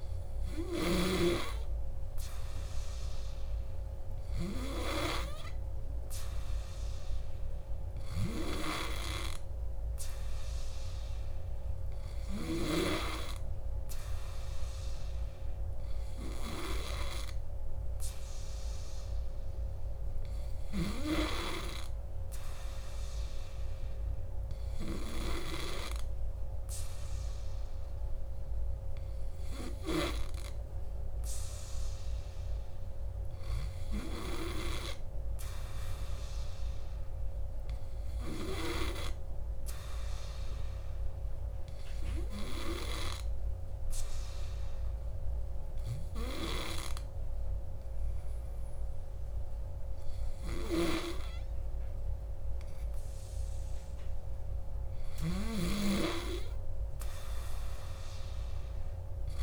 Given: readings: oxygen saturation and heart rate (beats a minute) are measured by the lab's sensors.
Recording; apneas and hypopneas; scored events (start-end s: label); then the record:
breathing in sleep by a room microphone; 1
33.00-36.00 s: arousal
38.50-51.00 s: hypopnea (oxygen 96% before, 95% lowest, heart rate 61 before, 59 extreme, up 1 after)
53.00-56.50 s: arousal
From the record:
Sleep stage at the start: N2 (light sleep); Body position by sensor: on the back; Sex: male